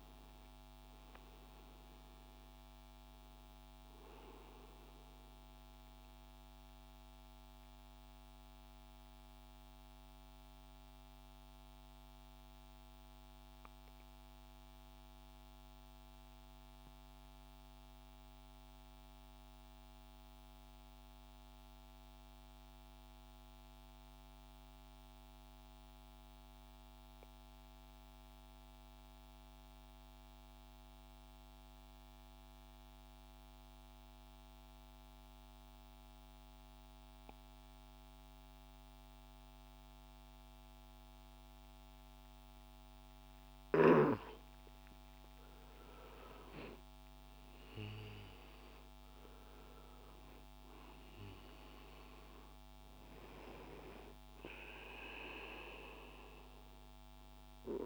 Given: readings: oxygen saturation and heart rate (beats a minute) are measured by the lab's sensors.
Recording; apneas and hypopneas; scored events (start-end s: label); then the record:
breathing in sleep by a microphone on the trachea; 1
5.00-43.50 s: mixed apnea (oxygen 97% before, 90% lowest)
32.00-57.86 s: oxygen desaturation (device-marked, oxygen 99% before, 90% lowest)
45.00-49.50 s: arousal
From the record:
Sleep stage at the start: N2 (light sleep); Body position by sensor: on the right side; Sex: male